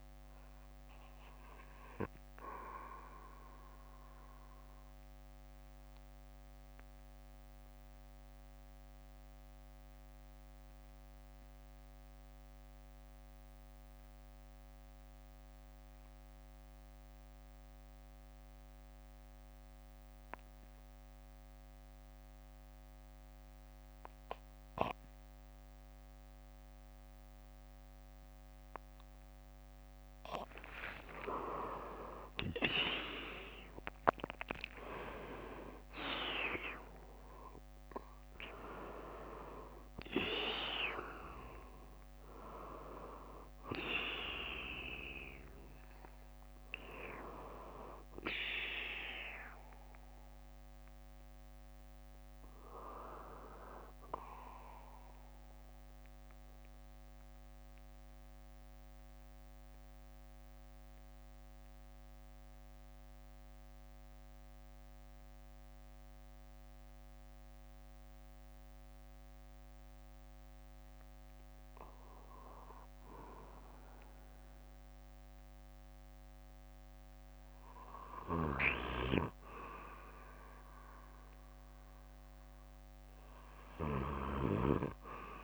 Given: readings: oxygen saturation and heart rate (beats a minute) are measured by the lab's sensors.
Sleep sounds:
breathing in sleep by a microphone on the trachea; 2
4.50-6.50 s: bradycardia (device-marked, heart rate 63 before, 60 extreme)
4.50-29.00 s: obstructive apnea (oxygen 98% before, 90% lowest, heart rate 66 before, 53 extreme, up 17 after)
8.50-29.50 s: bradycardia (device-marked, heart rate 63 before, 53 extreme)
25.50-85.43 s: new sleep stage, N2 (light sleep)
31.00-36.00 s: arousal
56.00-71.00 s: central apnea (oxygen 96% before, 90% lowest, heart rate 71 before, 54 extreme, up 17 after)
56.50-73.50 s: oxygen desaturation (device-marked, oxygen 96% before, 90% lowest, heart rate 71 before, 54 extreme)
61.50-64.50 s: bradycardia (device-marked, heart rate 63 before, 64 extreme)
74.50-78.50 s: arousal
From the record:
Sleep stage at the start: REM sleep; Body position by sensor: on the back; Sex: male

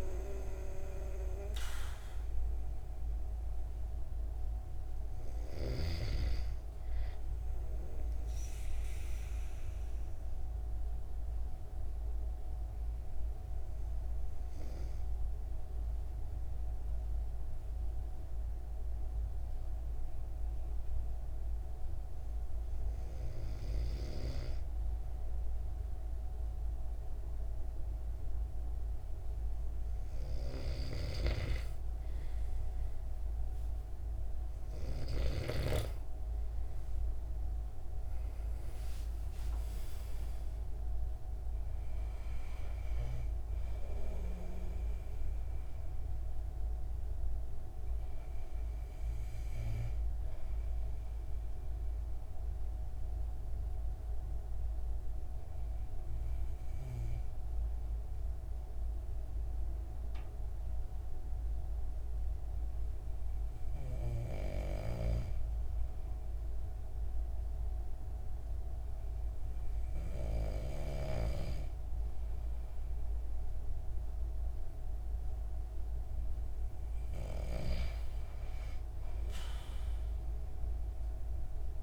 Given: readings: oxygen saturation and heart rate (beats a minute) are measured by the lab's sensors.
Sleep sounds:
breathing in sleep by a room microphone; 2
0.00-10.50 s: oxygen desaturation (device-marked, oxygen 91% lowest, heart rate 144 extreme)
9.00-30.50 s: obstructive apnea (oxygen 96% before, 92% lowest, heart rate 172 before, 137 extreme, up 31 after)
31.00-36.00 s: snoring (device-marked)
36.00-40.50 s: arousal
51.50-76.50 s: hypopnea (oxygen 98% before, 94% lowest, heart rate 168 before, 89 extreme)
From the record:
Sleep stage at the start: N2 (light sleep); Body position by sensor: on the back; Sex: male

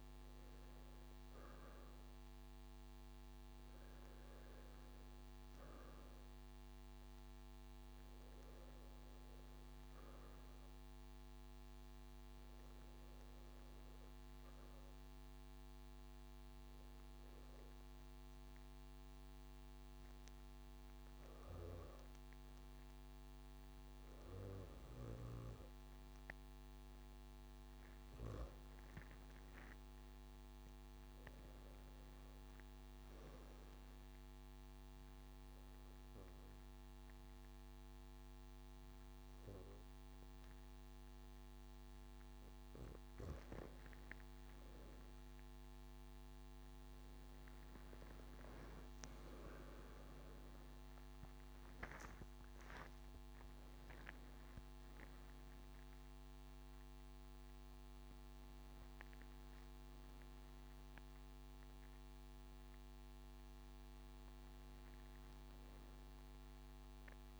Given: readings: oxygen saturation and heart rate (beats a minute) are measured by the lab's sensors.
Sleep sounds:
breathing in sleep, hard to hear, by a microphone on the trachea; 1
11.50-24.00 s: obstructive apnea (oxygen 96% before, 91% lowest)
26.00-29.50 s: arousal
39.50-55.50 s: oxygen desaturation (device-marked, oxygen 95% before, 91% lowest)
65.00-67.39 s: arousal
From the record:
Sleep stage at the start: N2 (light sleep); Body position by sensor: on the right side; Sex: male

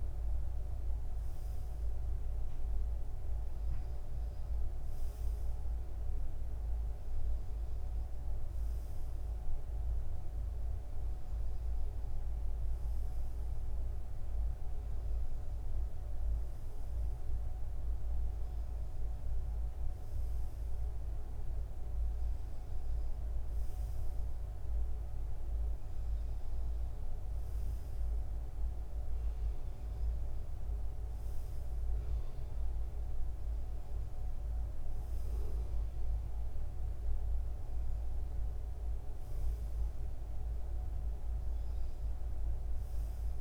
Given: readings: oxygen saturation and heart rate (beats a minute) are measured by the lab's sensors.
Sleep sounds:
breathing in sleep, hard to hear, by a room microphone; none
none scored
From the record:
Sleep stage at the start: N2 (light sleep); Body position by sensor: on the front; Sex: male

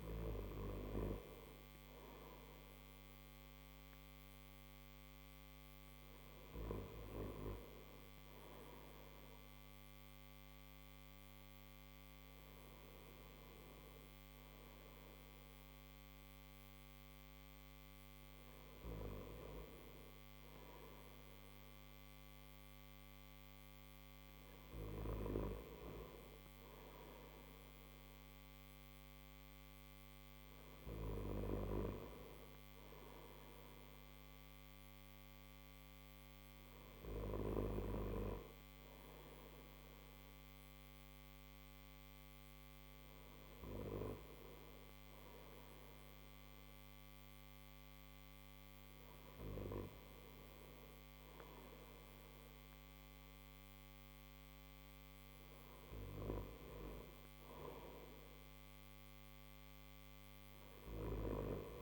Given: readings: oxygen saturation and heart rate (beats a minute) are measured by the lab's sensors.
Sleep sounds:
breathing in sleep by a microphone on the trachea; none
none scored
From the record:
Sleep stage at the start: N3 (deep sleep); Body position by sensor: on the back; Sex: male

